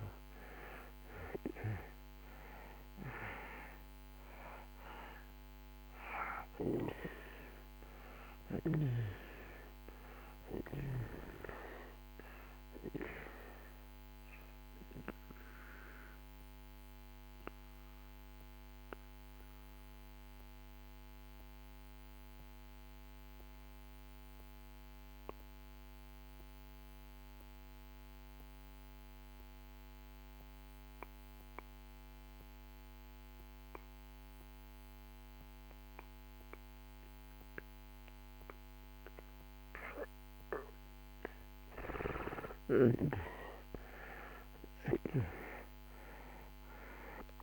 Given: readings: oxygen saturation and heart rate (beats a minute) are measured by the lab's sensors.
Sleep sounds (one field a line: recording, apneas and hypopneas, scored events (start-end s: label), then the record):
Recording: breathing in sleep by a microphone on the trachea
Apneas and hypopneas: 1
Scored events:
0.00-1.50 s: arousal
1.50-35.50 s: oxygen desaturation (device-marked, oxygen 98% before, 79% lowest)
15.50-38.50 s: obstructive apnea (oxygen 98% before, 74% lowest)
41.50-46.00 s: arousal
From the record:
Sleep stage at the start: N2 (light sleep)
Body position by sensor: on the back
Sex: male